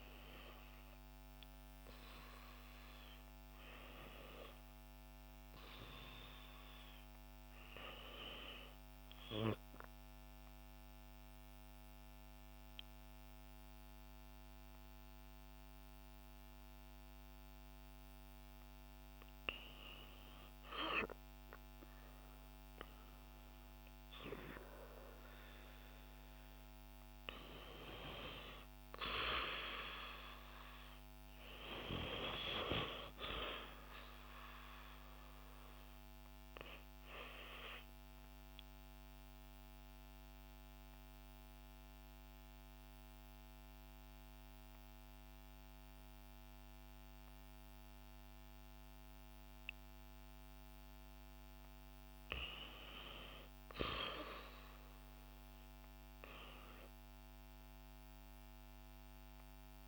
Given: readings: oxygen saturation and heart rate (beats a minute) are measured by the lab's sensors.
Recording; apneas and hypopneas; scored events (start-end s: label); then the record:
breathing in sleep by a microphone on the trachea; 2
0.00-3.00 s: arousal
10.00-20.00 s: obstructive apnea (oxygen 96% before, 88% lowest, heart rate 61 before, 63 extreme, up 7 after)
23.00-26.00 s: arousal
23.50-43.50 s: oxygen desaturation (device-marked, oxygen 93% before, 90% lowest, heart rate 63 before, 63 extreme)
38.00-51.00 s: obstructive apnea (oxygen 93% before, 88% lowest, heart rate 66 before, 63 extreme, up 2 after)
53.50-57.00 s: arousal
57.50-59.88 s: oxygen desaturation (device-marked, oxygen 94% before, 89% lowest, heart rate 65 before, 65 extreme)
From the record:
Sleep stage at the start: REM sleep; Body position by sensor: on the back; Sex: female